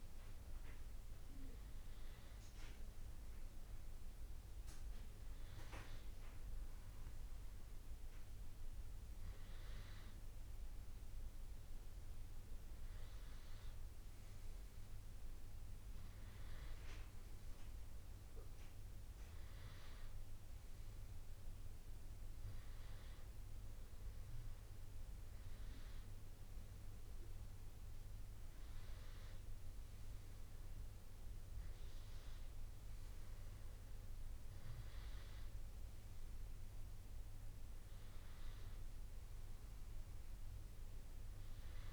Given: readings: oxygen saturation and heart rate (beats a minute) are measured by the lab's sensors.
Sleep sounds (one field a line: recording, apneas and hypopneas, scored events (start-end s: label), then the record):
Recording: breathing in sleep, hard to hear, by a room microphone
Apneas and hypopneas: none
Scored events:
none scored
From the record:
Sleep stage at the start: N2 (light sleep)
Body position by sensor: on the back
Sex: male